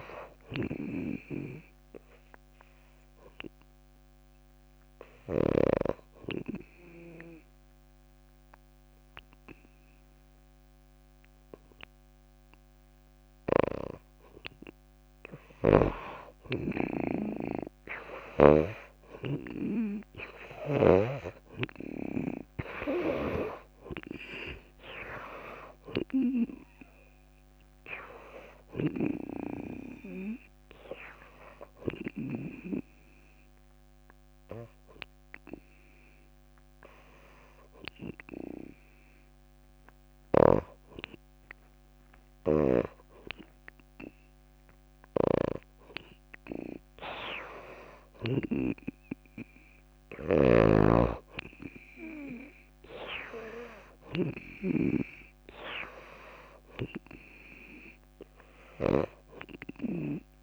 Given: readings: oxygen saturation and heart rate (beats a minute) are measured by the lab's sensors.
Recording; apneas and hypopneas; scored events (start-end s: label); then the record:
breathing in sleep by a microphone on the trachea; 2
0.00-10.00 s: oxygen desaturation (device-marked, oxygen 84% lowest)
2.00-14.00 s: obstructive apnea (oxygen 97% before, 84% lowest)
17.00-21.50 s: arousal
23.00-39.00 s: oxygen desaturation (device-marked, oxygen 96% before, 88% lowest)
30.00-45.50 s: hypopnea (oxygen 96% before, 85% lowest)
40.50-42.50 s: long interval between heartbeats (device-marked)
45.50-49.00 s: snoring (device-marked)
47.50-51.50 s: arousal
50.00-60.43 s: oxygen desaturation (device-marked, oxygen 96% before, 87% lowest)
51.00-60.43 s: snoring (device-marked)
From the record:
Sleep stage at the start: N2 (light sleep); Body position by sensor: on the back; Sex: female